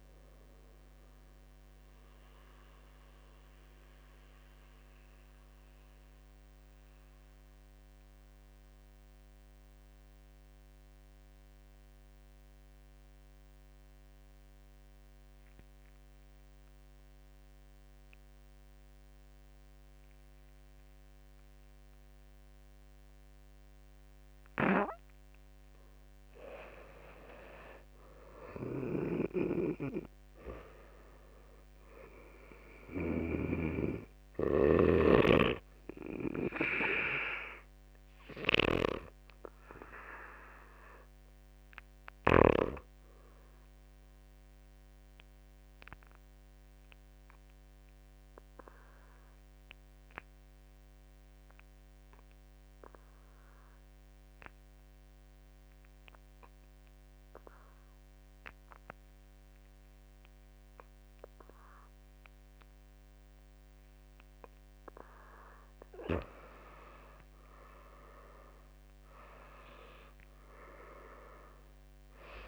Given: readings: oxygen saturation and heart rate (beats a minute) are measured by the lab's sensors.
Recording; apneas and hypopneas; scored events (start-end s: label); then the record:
breathing in sleep by a microphone on the trachea; 2
0.00-2.50 s: drop in pulse transit time (device-marked, heart rate 57 extreme)
0.00-4.50 s: oxygen desaturation (device-marked, oxygen 92% lowest, heart rate 44 extreme)
1.50-24.50 s: mixed apnea (oxygen 98% before, 85% lowest, heart rate 60 before, 44 extreme, up 9 after)
26.50-29.50 s: arousal
28.00-33.00 s: snoring (device-marked)
31.50-51.50 s: oxygen desaturation (device-marked, oxygen 97% before, 86% lowest, heart rate 52 before, 48 extreme)
43.00-63.50 s: obstructive apnea (oxygen 97% before, 85% lowest, heart rate 55 before, 48 extreme, up 11 after)
62.50-72.48 s: oxygen desaturation (device-marked, oxygen 99% before, 85% lowest, heart rate 53 before, 48 extreme)
66.00-69.50 s: arousal
69.50-72.48 s: drop in pulse transit time (device-marked, heart rate 52 before, 49 extreme)
From the record:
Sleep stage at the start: N2 (light sleep); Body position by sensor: on the back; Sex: male